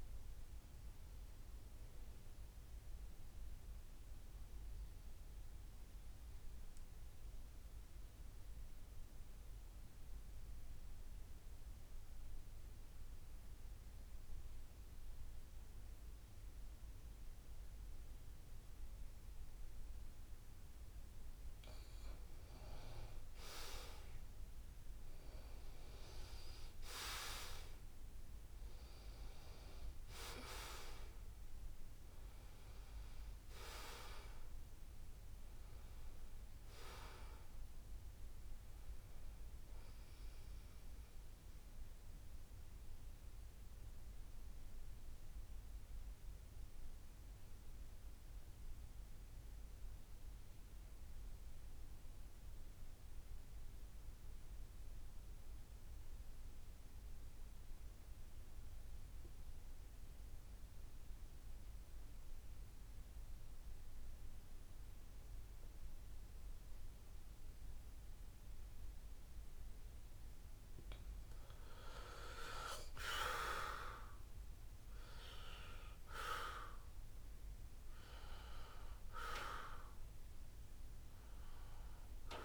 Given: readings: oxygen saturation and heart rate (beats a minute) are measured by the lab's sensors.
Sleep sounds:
breathing in sleep by a room microphone; 2
0.00-12.50 s: oxygen desaturation (device-marked, oxygen 91% lowest, heart rate 66 extreme)
2.50-20.00 s: obstructive apnea (oxygen 95% before, 85% lowest, heart rate 69 before, 67 extreme, up 4 after)
21.50-44.50 s: oxygen desaturation (device-marked, oxygen 92% before, 85% lowest, heart rate 68 before, 66 extreme)
22.00-25.50 s: arousal
42.00-69.50 s: mixed apnea (oxygen 92% before, 85% lowest, heart rate 72 before, 66 extreme, up 4 after)
64.50-82.44 s: oxygen desaturation (device-marked, oxygen 95% before, 85% lowest, heart rate 68 before, 66 extreme)
71.00-74.50 s: arousal
From the record:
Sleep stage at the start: N2 (light sleep); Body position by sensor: on the back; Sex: male

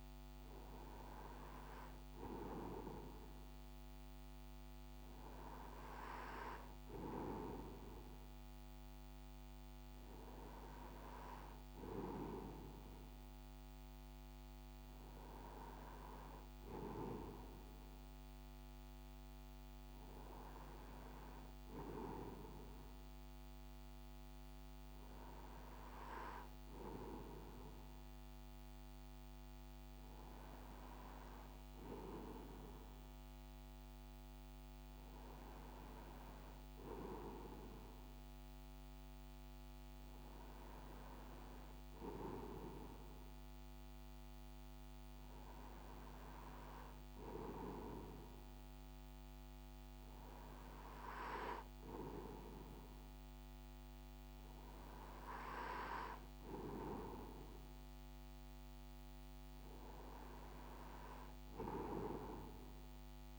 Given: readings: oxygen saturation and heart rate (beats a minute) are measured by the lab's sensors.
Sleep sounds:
breathing in sleep by a microphone on the trachea; none
none scored
From the record:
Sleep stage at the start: N2 (light sleep); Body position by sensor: on the right side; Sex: male

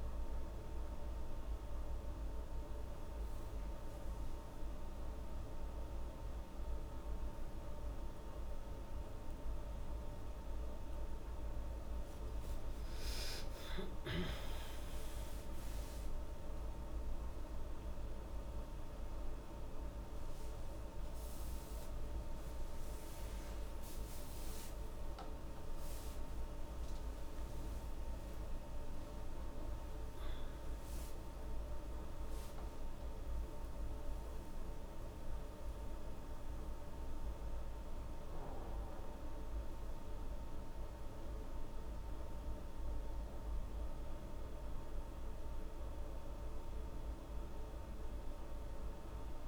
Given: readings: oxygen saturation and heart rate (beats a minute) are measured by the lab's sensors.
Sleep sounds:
a person awake in a sleep study, hard to hear, by a room microphone; none
41.50-48.50 s: oxygen desaturation (device-marked, oxygen 98% before, 95% lowest, heart rate 90 before, 77 extreme)
From the record:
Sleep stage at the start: awake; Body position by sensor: on the back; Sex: female

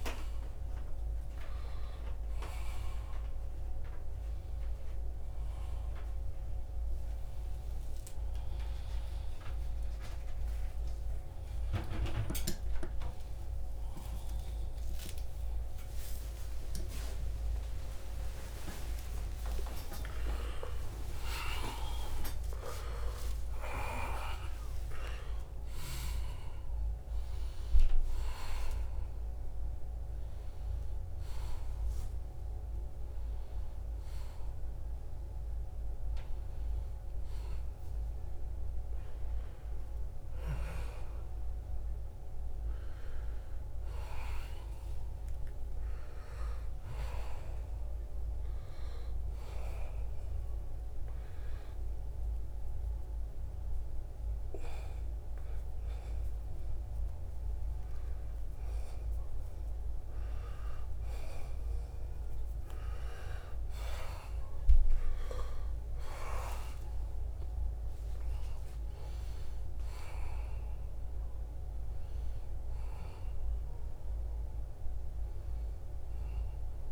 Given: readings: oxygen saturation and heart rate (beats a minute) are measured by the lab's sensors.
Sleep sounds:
a person awake in a sleep study, by a room microphone; none
2.50-4.50 s: long interval between heartbeats (device-marked, heart rate 100 before, 106 extreme)
5.50-7.50 s: long interval between heartbeats (device-marked, heart rate 101 before, 112 extreme)
13.00-15.00 s: long interval between heartbeats (device-marked, heart rate 106 before, 107 extreme)
18.50-20.50 s: long interval between heartbeats (device-marked, heart rate 107 before, 128 extreme)
22.50-24.50 s: long interval between heartbeats (device-marked, heart rate 113 before, 134 extreme)
43.50-45.50 s: long interval between heartbeats (device-marked, heart rate 96 before, 90 extreme)
From the record:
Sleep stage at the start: awake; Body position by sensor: on the right side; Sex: male

